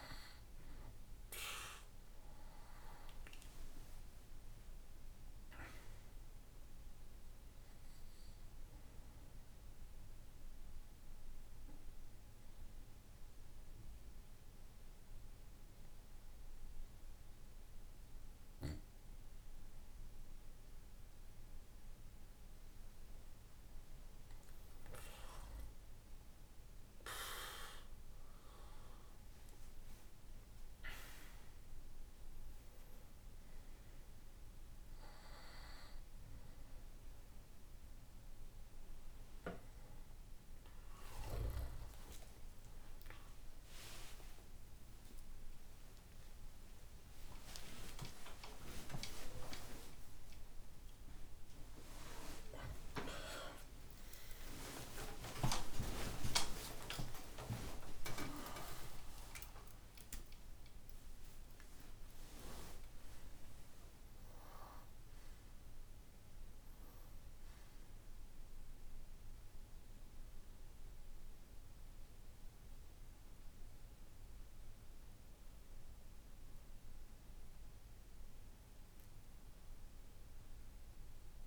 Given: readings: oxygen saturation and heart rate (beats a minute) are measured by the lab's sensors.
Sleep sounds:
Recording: a person partly awake in a sleep study, by a room microphone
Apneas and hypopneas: 1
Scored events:
0.00-23.00 s: oxygen desaturation (device-marked, oxygen 89% lowest, heart rate 56 extreme)
6.50-22.50 s: obstructive apnea (oxygen 96% before, 89% lowest, heart rate 75 before, 56 extreme, up 17 after)
38.00-68.00 s: new sleep stage, awake
45.00-48.00 s: tachycardia (device-marked, heart rate 66 before, 98 extreme)
55.00-57.00 s: tachycardia (device-marked, heart rate 67 before, 99 extreme)
68.00-81.47 s: new sleep stage, N1 (lightest sleep)
From the record:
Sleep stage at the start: N2 (light sleep)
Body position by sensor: on the back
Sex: male

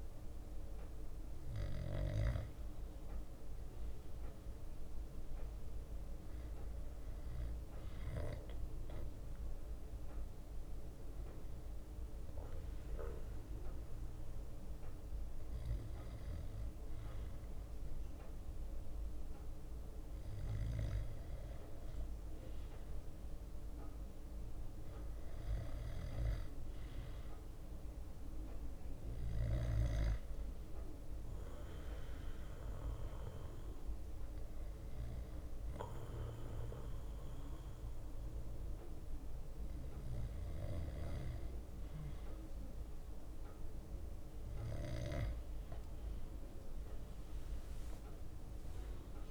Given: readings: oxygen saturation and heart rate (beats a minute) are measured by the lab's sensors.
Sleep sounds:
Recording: breathing in sleep by a room microphone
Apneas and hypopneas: 1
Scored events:
0.00-24.00 s: bradycardia (device-marked, heart rate 57 extreme)
24.00-28.50 s: arousal
26.00-29.00 s: bradycardia (device-marked, heart rate 61 before, 59 extreme)
31.00-33.00 s: bradycardia (device-marked, heart rate 61 before, 59 extreme)
31.50-43.00 s: hypopnea (oxygen 94% before, 92% lowest, heart rate 59 before, 57 extreme, up 4 after)
34.00-38.00 s: bradycardia (device-marked, heart rate 61 before, 59 extreme)
46.50-49.31 s: arousal
47.00-49.00 s: leg movement (device-marked)
From the record:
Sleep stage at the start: N2 (light sleep)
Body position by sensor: on the back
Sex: male

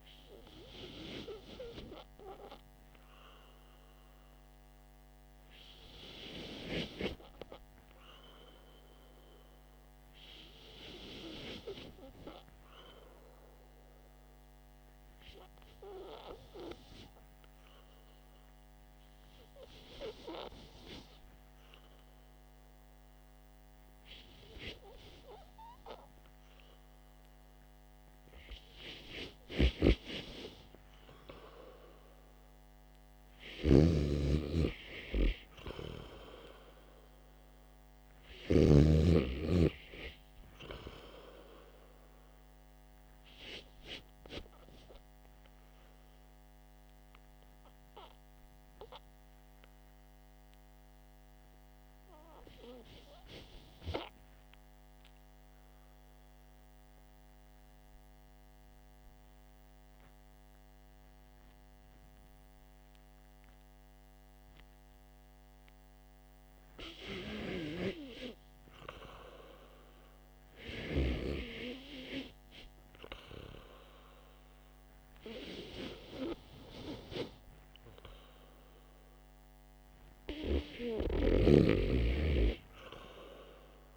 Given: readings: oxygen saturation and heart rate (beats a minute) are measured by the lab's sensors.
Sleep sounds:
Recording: breathing in sleep by a microphone on the trachea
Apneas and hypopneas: 1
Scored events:
13.00-32.00 s: oxygen desaturation (device-marked, oxygen 95% before, 92% lowest, heart rate 53 before, 48 extreme)
47.00-66.50 s: hypopnea (oxygen 94% before, 91% lowest, heart rate 53 before, 50 extreme, up 3 after)
69.00-72.00 s: arousal
From the record:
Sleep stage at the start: REM sleep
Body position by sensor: on the back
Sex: male

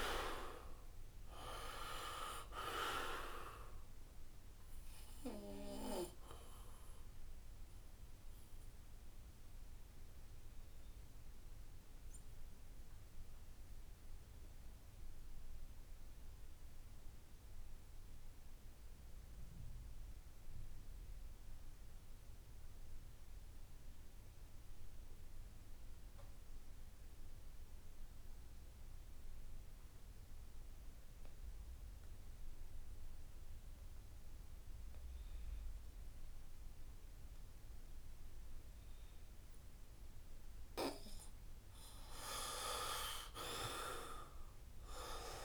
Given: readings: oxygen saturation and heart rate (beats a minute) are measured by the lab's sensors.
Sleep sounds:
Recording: breathing in sleep by a room microphone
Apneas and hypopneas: 1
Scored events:
0.00-1.50 s: arousal
0.00-24.00 s: oxygen desaturation (device-marked, oxygen 79% lowest, heart rate 66 extreme)
8.50-39.50 s: obstructive apnea (oxygen 97% before, 77% lowest, heart rate 75 before, 66 extreme, up 7 after)
30.50-32.50 s: long interval between heartbeats (device-marked, heart rate 68 before, 71 extreme)
36.00-38.00 s: long interval between heartbeats (device-marked, heart rate 69 before, 68 extreme)
37.00-45.45 s: oxygen desaturation (device-marked, oxygen 96% before, 77% lowest, heart rate 69 before, 65 extreme)
42.00-44.50 s: arousal
From the record:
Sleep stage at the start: N2 (light sleep)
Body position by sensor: on the back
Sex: male

